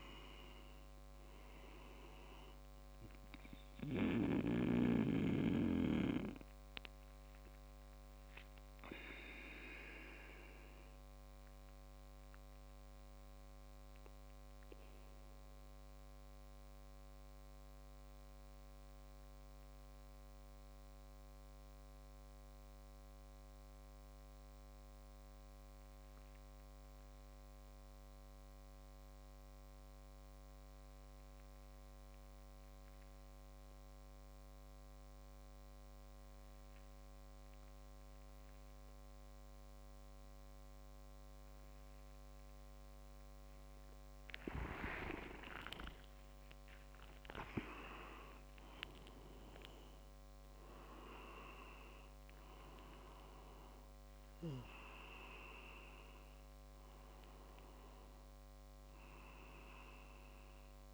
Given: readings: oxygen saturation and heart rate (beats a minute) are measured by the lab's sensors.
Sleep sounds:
breathing in sleep by a microphone on the trachea; 1
0.00-8.50 s: oxygen desaturation (device-marked, oxygen 93% lowest)
6.50-42.50 s: obstructive apnea (oxygen 98% before, 93% lowest)
39.50-60.94 s: oxygen desaturation (device-marked, oxygen 98% before, 93% lowest)
44.50-49.00 s: leg movement (device-marked)
44.50-49.50 s: arousal
From the record:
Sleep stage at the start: N2 (light sleep); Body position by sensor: on the back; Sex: male

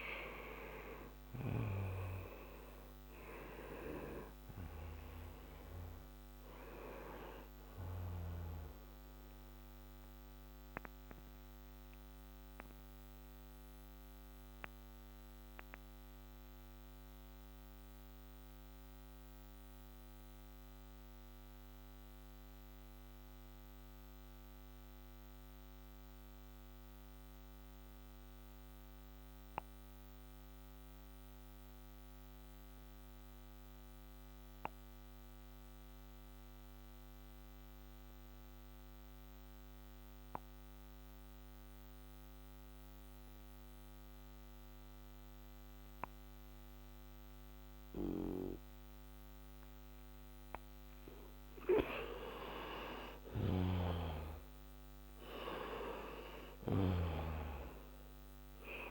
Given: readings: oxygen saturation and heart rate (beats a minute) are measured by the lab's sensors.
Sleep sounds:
breathing in sleep by a microphone on the trachea; 1
0.00-27.00 s: oxygen desaturation (device-marked, oxygen 90% lowest, heart rate 54 extreme)
11.50-50.50 s: obstructive apnea (oxygen 98% before, 88% lowest, heart rate 67 before, 54 extreme, up 10 after)
43.00-58.91 s: oxygen desaturation (device-marked, oxygen 98% before, 88% lowest, heart rate 58 before, 57 extreme)
53.00-58.00 s: arousal
From the record:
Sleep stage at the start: N2 (light sleep); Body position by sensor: on the back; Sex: male

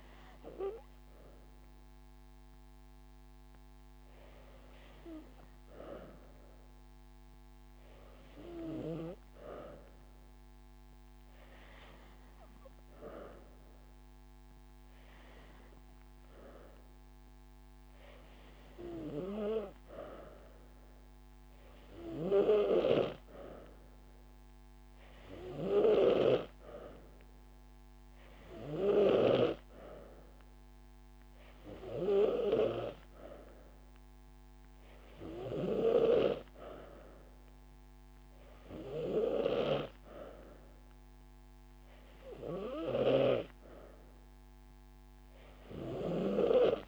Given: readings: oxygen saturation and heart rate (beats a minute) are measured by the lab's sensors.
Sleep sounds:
breathing in sleep by a microphone on the trachea; none
11.50-13.50 s: long interval between heartbeats (device-marked)
26.50-28.50 s: long interval between heartbeats (device-marked)
From the record:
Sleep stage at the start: N2 (light sleep); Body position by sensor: on the back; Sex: female

